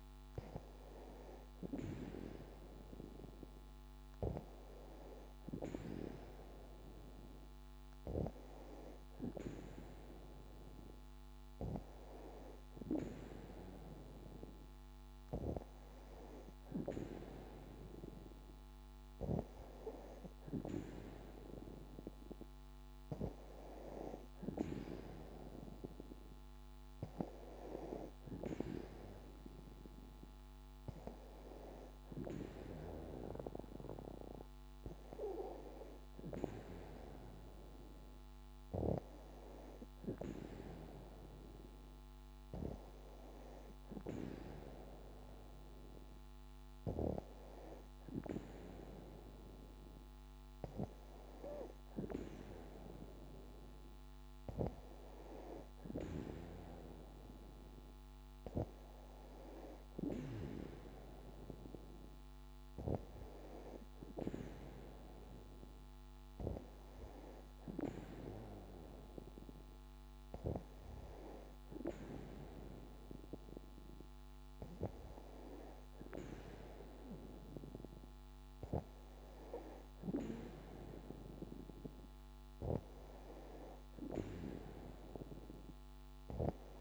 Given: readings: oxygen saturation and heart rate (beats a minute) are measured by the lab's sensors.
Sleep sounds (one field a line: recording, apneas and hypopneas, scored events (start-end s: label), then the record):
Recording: breathing in sleep by a microphone on the trachea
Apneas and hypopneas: none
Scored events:
none scored
From the record:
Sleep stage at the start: N2 (light sleep)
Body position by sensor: on the back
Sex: female